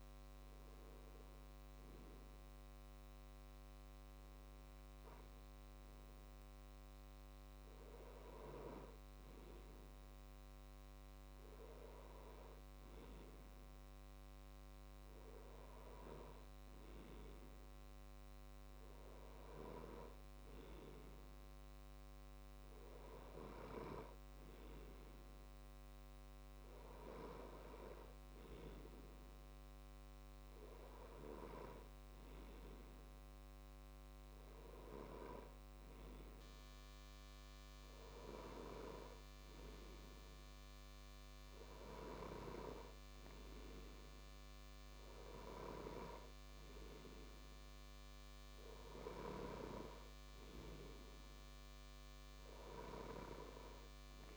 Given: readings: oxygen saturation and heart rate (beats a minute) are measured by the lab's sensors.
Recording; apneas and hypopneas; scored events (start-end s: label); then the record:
breathing in sleep by a microphone on the trachea; none
none scored
From the record:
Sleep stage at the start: N2 (light sleep); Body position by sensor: on the left side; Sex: male